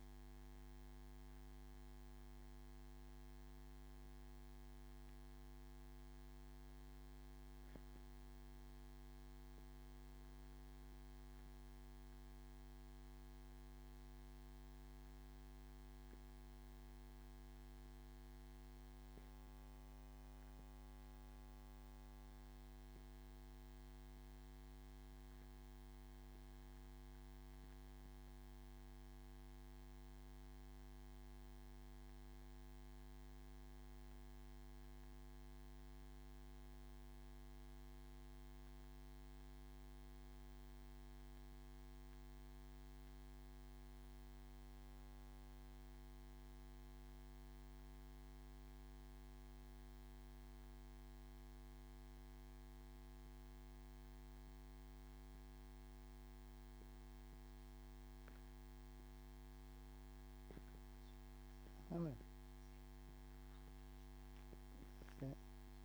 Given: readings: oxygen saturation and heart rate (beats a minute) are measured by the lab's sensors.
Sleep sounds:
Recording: a person awake in a sleep study, hard to hear, by a microphone on the trachea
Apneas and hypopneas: none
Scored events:
none scored
From the record:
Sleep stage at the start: awake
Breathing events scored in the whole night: 270 in 4.0 hours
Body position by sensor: on the back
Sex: male

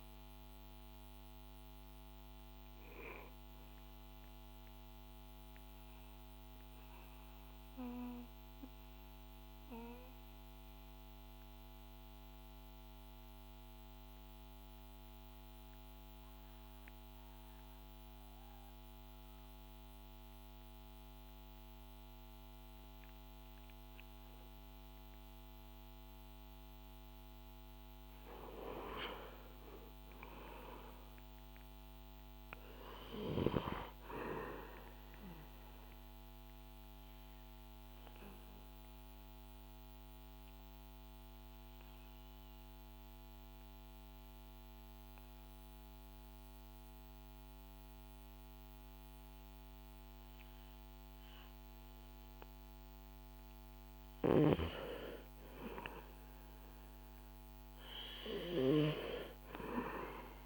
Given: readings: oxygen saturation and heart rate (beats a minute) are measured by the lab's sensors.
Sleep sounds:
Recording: breathing in sleep by a microphone on the trachea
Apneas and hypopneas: 2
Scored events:
0.00-16.00 s: oxygen desaturation (device-marked, oxygen 88% lowest, heart rate 63 extreme)
4.00-26.50 s: mixed apnea (oxygen 99% before, 88% lowest, heart rate 68 before, 63 extreme, up 2 after)
29.00-32.50 s: arousal
36.00-51.50 s: obstructive apnea (oxygen 99% before, 95% lowest, heart rate 65 before, 62 extreme, up 7 after)
54.50-58.50 s: arousal
From the record:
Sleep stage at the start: REM sleep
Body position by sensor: on the back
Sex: male

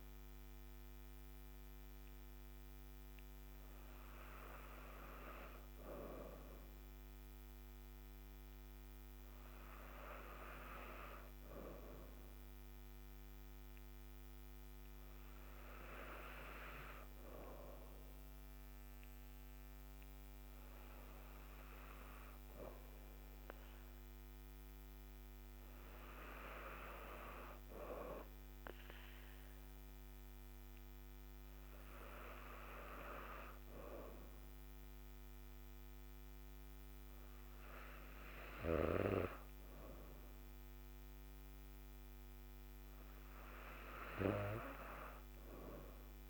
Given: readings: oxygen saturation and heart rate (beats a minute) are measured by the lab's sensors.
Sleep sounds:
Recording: breathing in sleep by a microphone on the trachea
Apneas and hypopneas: none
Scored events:
9.00-19.00 s: oxygen desaturation (device-marked, oxygen 98% before, 94% lowest, heart rate 119 before, 62 extreme)
From the record:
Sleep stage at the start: N2 (light sleep)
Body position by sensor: on the back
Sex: female

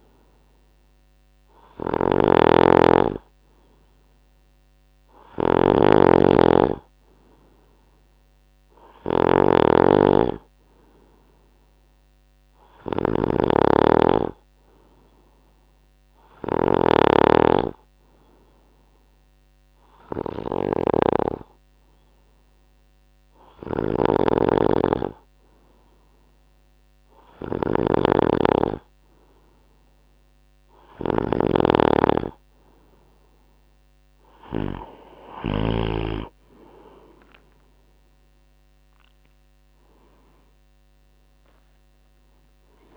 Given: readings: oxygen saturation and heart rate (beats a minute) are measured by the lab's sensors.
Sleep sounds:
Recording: breathing in sleep by a microphone on the trachea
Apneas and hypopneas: none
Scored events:
0.00-35.50 s: snoring (device-marked)
40.50-42.97 s: arousal
41.50-42.97 s: tachycardia (device-marked, heart rate 69 before, 127 extreme)
From the record:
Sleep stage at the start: N2 (light sleep)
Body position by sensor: on the right side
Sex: male

